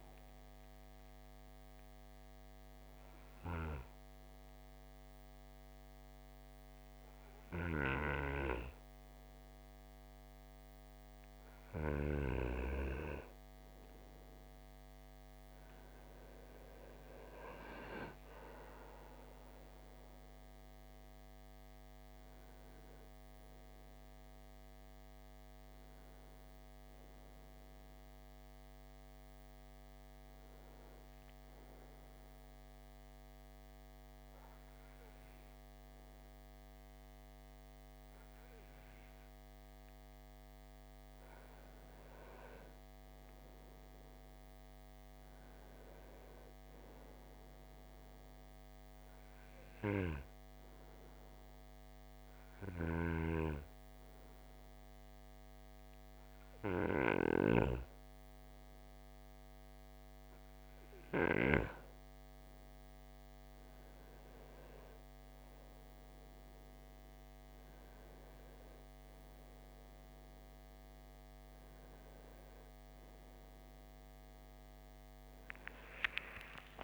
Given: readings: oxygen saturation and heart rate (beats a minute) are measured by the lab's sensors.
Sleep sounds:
breathing in sleep by a microphone on the trachea; 3
1.00-12.00 s: obstructive apnea (oxygen 95% before, 90% lowest, heart rate 67 before, 54 extreme, up 9 after)
16.50-21.00 s: arousal
22.50-46.50 s: oxygen desaturation (device-marked, oxygen 96% before, 90% lowest, heart rate 58 before, 54 extreme)
31.50-41.50 s: obstructive apnea (oxygen 96% before, 90% lowest, heart rate 60 before, 54 extreme, up 7 after)
42.00-45.50 s: arousal
47.50-62.50 s: obstructive apnea (oxygen 95% before, 91% lowest, heart rate 56 before, 57 extreme, up 4 after)
59.50-66.50 s: oxygen desaturation (device-marked, oxygen 96% before, 92% lowest, heart rate 58 before, 59 extreme)
64.50-69.00 s: arousal
73.50-76.84 s: oxygen desaturation (device-marked, oxygen 94% before, 91% lowest)
From the record:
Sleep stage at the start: N2 (light sleep); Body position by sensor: on the right side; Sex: male

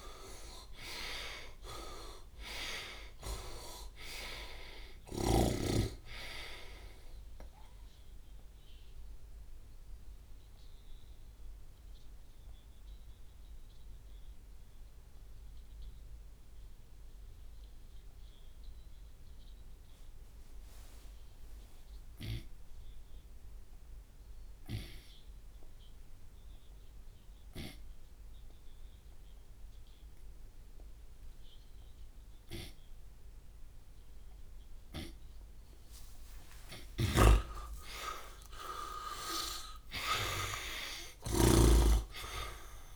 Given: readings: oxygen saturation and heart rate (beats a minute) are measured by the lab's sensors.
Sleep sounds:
breathing in sleep by a room microphone; 1
0.00-3.50 s: arousal
9.00-34.50 s: obstructive apnea (oxygen 98% before, 77% lowest)
16.00-31.00 s: oxygen desaturation (device-marked, oxygen 98% before, 77% lowest)
33.00-41.00 s: tachycardia (device-marked)
36.00-42.96 s: drop in pulse transit time (device-marked)
36.50-38.50 s: long interval between heartbeats (device-marked)
37.00-42.00 s: arousal
37.00-42.00 s: snoring (device-marked)
From the record:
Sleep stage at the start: N2 (light sleep); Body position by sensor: on the right side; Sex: male

